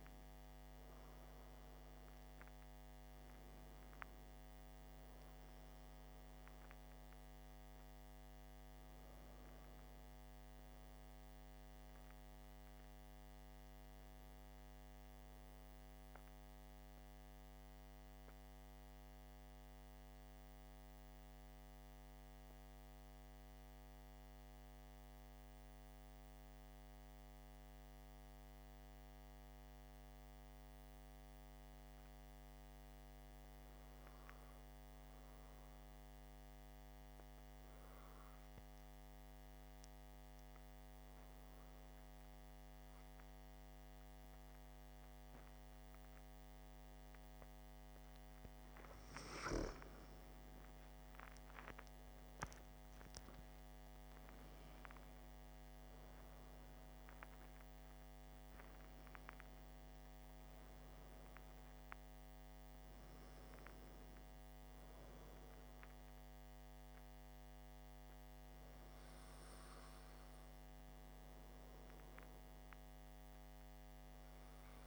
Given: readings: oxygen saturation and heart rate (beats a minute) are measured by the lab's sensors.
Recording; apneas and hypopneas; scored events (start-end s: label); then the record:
breathing in sleep, hard to hear, by a microphone on the trachea; 1
10.00-22.00 s: oxygen desaturation (device-marked, oxygen 94% before, 91% lowest, heart rate 61 before, 56 extreme)
18.50-49.00 s: hypopnea (oxygen 94% before, 91% lowest, heart rate 59 before, 56 extreme, up 13 after)
52.00-56.50 s: arousal
From the record:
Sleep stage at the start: N2 (light sleep); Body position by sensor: on the back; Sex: male